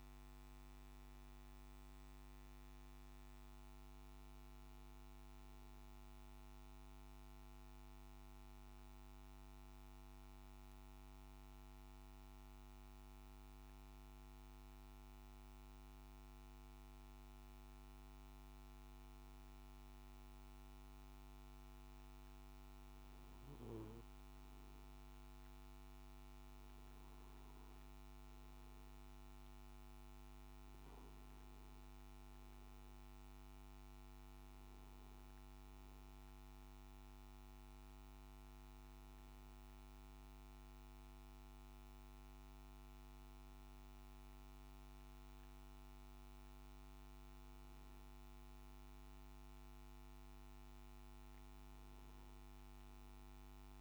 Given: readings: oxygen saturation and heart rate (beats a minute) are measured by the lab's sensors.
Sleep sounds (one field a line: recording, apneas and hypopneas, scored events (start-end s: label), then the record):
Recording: breathing in sleep, hard to hear, by a microphone on the trachea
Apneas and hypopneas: 1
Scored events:
10.50-24.00 s: hypopnea (oxygen 97% before, 93% lowest, heart rate 60 before, 54 extreme, up 4 after)
29.50-47.50 s: oxygen desaturation (device-marked, oxygen 96% before, 93% lowest, heart rate 57 before, 54 extreme)
From the record:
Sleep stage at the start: N2 (light sleep)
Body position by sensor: on the back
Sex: male